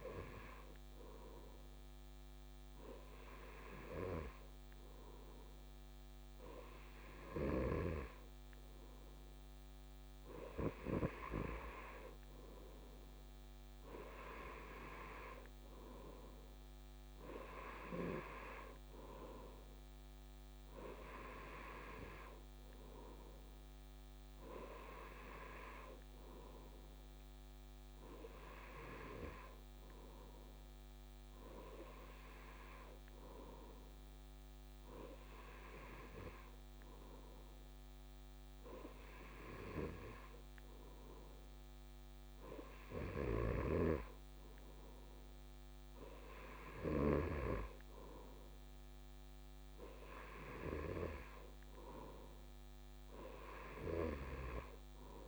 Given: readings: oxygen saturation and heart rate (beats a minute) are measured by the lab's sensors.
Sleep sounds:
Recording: breathing in sleep by a microphone on the trachea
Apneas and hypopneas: none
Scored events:
none scored
From the record:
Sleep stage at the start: N2 (light sleep)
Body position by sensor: on the right side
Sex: male

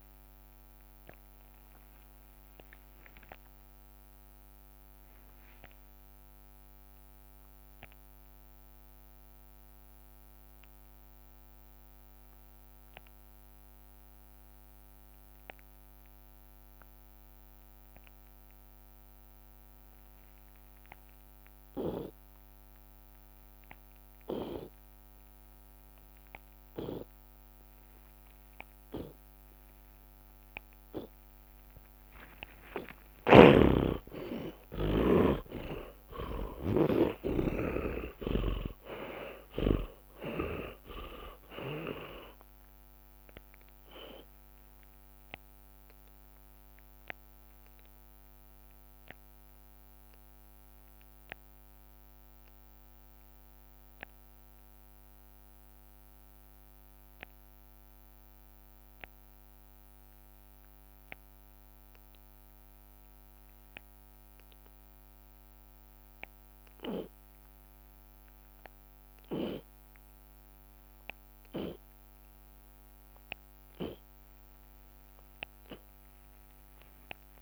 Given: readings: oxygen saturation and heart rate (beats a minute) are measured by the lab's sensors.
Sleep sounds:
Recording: breathing in sleep by a microphone on the trachea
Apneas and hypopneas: 2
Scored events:
0.50-2.50 s: long interval between heartbeats (device-marked, heart rate 43 before, 58 extreme)
5.00-25.50 s: mixed apnea (oxygen 96% before, 81% lowest)
7.00-20.00 s: oxygen desaturation (device-marked, oxygen 95% before, 81% lowest)
30.50-37.00 s: arousal
32.50-34.50 s: long interval between heartbeats (device-marked)
33.00-40.00 s: snoring (device-marked)
39.50-41.50 s: long interval between heartbeats (device-marked)
41.00-51.00 s: tachycardia (device-marked, heart rate 47 before, 159 extreme)
41.50-43.50 s: long interval between heartbeats (device-marked)
43.50-45.50 s: long interval between heartbeats (device-marked)
45.50-47.50 s: long interval between heartbeats (device-marked)
47.00-73.00 s: obstructive apnea (oxygen 95% before, 78% lowest)
48.00-50.00 s: long interval between heartbeats (device-marked, heart rate 39 before, 159 extreme)
51.50-53.50 s: long interval between heartbeats (device-marked, heart rate 63 before, 132 extreme)
52.00-62.00 s: drop in pulse transit time (device-marked, heart rate 69 before, 80 extreme)
54.50-56.50 s: long interval between heartbeats (device-marked, heart rate 81 before, 99 extreme)
56.00-77.42 s: tachycardia (device-marked, heart rate 48 before, 162 extreme)
56.50-58.50 s: long interval between heartbeats (device-marked, heart rate 91 before, 80 extreme)
58.50-60.50 s: long interval between heartbeats (device-marked, heart rate 99 before, 96 extreme)
61.00-63.00 s: long interval between heartbeats (device-marked, heart rate 111 before, 126 extreme)
61.00-74.00 s: oxygen desaturation (device-marked, oxygen 96% before, 83% lowest)
64.00-66.00 s: long interval between heartbeats (device-marked, heart rate 122 before, 130 extreme)
66.00-68.00 s: long interval between heartbeats (device-marked, heart rate 123 before, 120 extreme)
70.00-72.00 s: long interval between heartbeats (device-marked, heart rate 118 before, 115 extreme)
73.00-74.00 s: drop in pulse transit time (device-marked, heart rate 115 before, 146 extreme)
73.00-75.00 s: long interval between heartbeats (device-marked, heart rate 115 before, 144 extreme)
75.00-77.00 s: long interval between heartbeats (device-marked, heart rate 119 before, 152 extreme)
From the record:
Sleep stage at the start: N2 (light sleep)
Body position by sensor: on the back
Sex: male

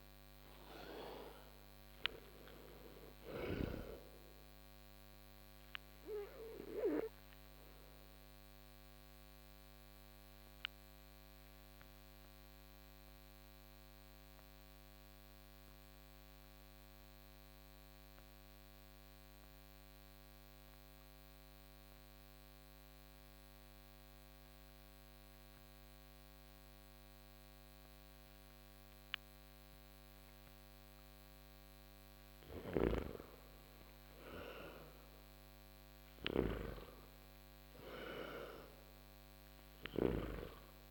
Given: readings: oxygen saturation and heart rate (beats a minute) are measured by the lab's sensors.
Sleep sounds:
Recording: breathing in sleep by a microphone on the trachea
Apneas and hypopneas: 1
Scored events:
0.00-28.50 s: oxygen desaturation (device-marked, oxygen 82% lowest)
6.50-32.50 s: obstructive apnea (oxygen 98% before, 82% lowest)
32.00-40.00 s: snoring (device-marked)
33.50-40.91 s: oxygen desaturation (device-marked, oxygen 98% before, 86% lowest)
35.00-39.00 s: arousal
From the record:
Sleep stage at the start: N2 (light sleep)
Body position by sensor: on the back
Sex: male

